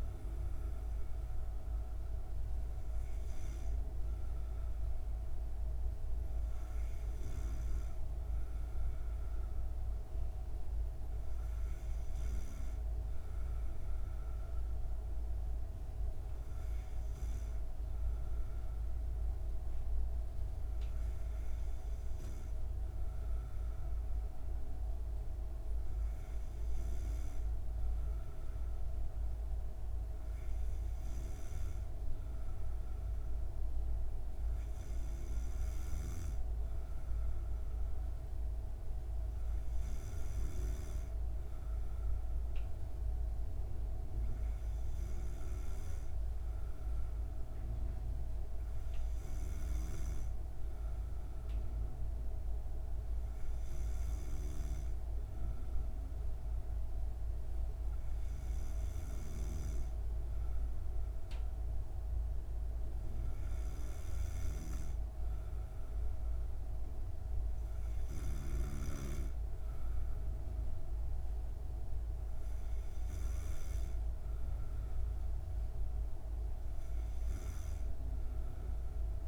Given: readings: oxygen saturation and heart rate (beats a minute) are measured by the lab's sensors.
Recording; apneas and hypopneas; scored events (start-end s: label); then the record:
breathing in sleep, hard to hear, by a room microphone; none
none scored
From the record:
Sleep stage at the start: N2 (light sleep); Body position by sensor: on the back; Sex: female